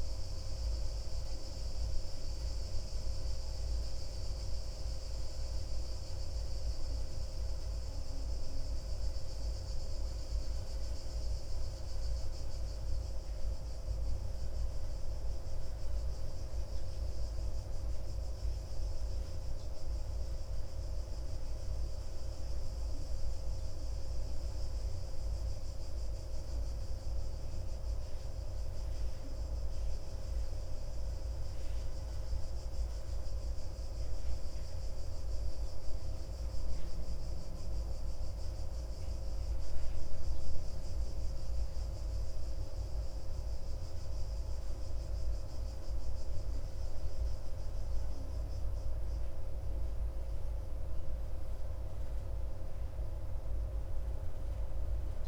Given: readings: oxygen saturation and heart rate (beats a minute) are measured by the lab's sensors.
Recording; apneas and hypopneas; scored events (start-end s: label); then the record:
a person awake in a sleep study, hard to hear, by a room microphone; none
none scored
From the record:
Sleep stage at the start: awake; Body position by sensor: on the back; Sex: male